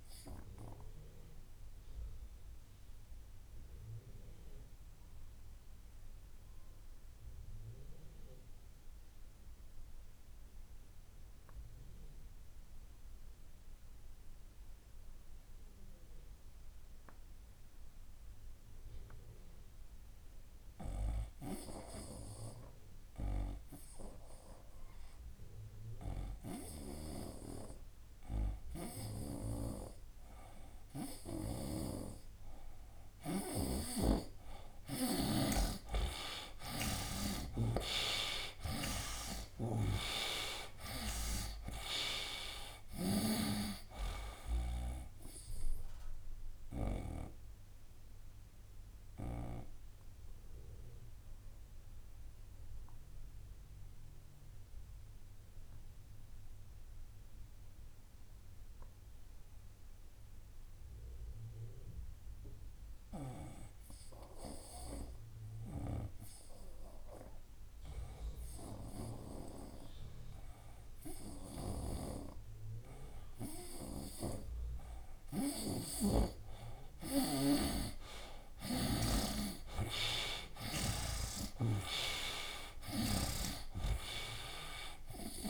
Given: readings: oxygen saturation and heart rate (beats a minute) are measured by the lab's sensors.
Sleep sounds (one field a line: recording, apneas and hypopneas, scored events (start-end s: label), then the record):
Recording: breathing in sleep by a room microphone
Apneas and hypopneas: 2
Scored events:
0.00-15.00 s: oxygen desaturation (device-marked, oxygen 82% lowest, heart rate 64 extreme)
1.50-32.00 s: obstructive apnea (oxygen 98% before, 79% lowest, heart rate 74 before, 64 extreme, up 12 after)
21.00-65.00 s: oxygen desaturation (device-marked, oxygen 98% before, 79% lowest, heart rate 68 before, 65 extreme)
31.50-35.50 s: snoring (device-marked)
34.50-39.00 s: arousal
48.00-73.50 s: obstructive apnea (oxygen 98% before, 79% lowest, heart rate 77 before, 65 extreme, up 11 after)
71.00-81.00 s: snoring (device-marked)
71.00-85.50 s: oxygen desaturation (device-marked, oxygen 98% before, 80% lowest, heart rate 68 before, 67 extreme)
76.50-80.00 s: arousal
From the record:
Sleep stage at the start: N2 (light sleep)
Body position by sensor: on the right side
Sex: male